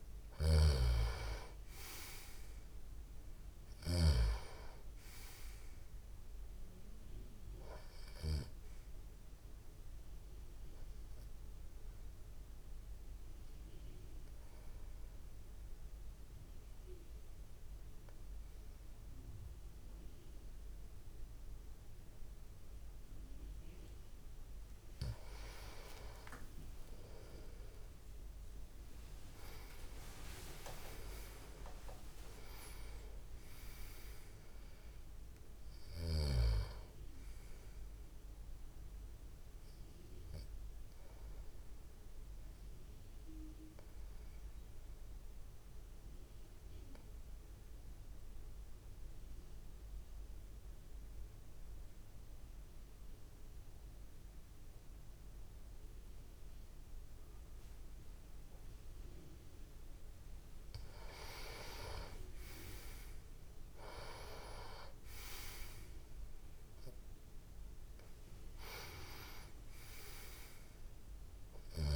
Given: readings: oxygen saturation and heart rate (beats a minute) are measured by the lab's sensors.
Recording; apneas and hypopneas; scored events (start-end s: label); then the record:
breathing in sleep by a room microphone; 2
0.00-8.50 s: snoring (device-marked)
0.00-15.50 s: tachycardia (device-marked)
0.00-20.50 s: oxygen desaturation (device-marked, oxygen 88% lowest)
11.50-24.00 s: obstructive apnea (oxygen 98% before, 88% lowest)
31.00-35.00 s: arousal
42.00-60.00 s: obstructive apnea (oxygen 98% before, 89% lowest)
60.50-71.95 s: oxygen desaturation (device-marked, oxygen 98% before, 89% lowest)
61.00-66.00 s: arousal
From the record:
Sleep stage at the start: N2 (light sleep); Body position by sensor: on the back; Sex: male